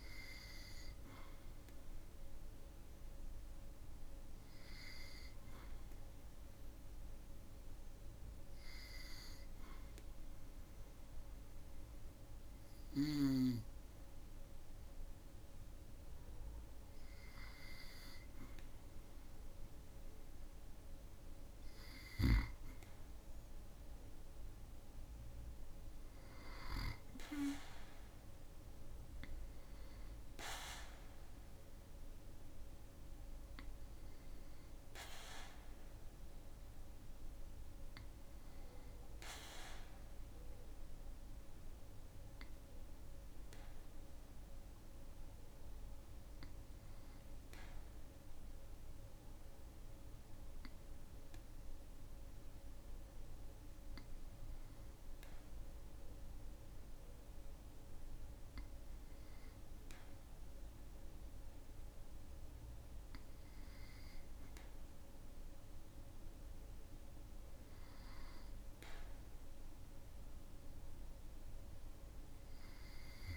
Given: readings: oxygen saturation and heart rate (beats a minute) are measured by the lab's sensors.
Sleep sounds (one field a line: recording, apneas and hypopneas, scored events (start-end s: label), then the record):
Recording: breathing in sleep by a room microphone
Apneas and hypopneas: 2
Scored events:
4.50-17.50 s: hypopnea (oxygen 97% before, 95% lowest, heart rate 55 before, 54 extreme, up 3 after)
19.00-22.00 s: arousal
40.00-54.00 s: hypopnea (oxygen 96% before, 95% lowest, heart rate 56 before, 51 extreme, up 2 after)
56.50-60.50 s: arousal
From the record:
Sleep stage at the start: N2 (light sleep)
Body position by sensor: on the back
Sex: male